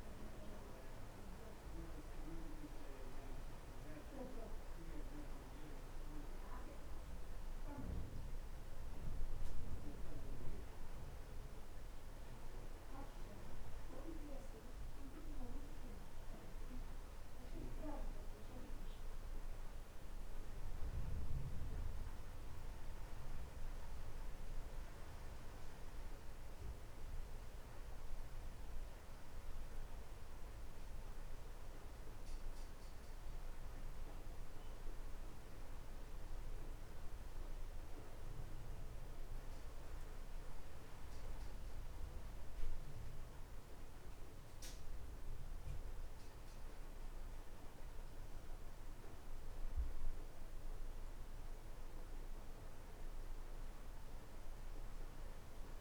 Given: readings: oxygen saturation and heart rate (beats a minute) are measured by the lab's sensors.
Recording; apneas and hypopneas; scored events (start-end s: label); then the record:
breathing in sleep, hard to hear, by a room microphone; none
none scored
From the record:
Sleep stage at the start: N1 (lightest sleep); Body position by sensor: on the right side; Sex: male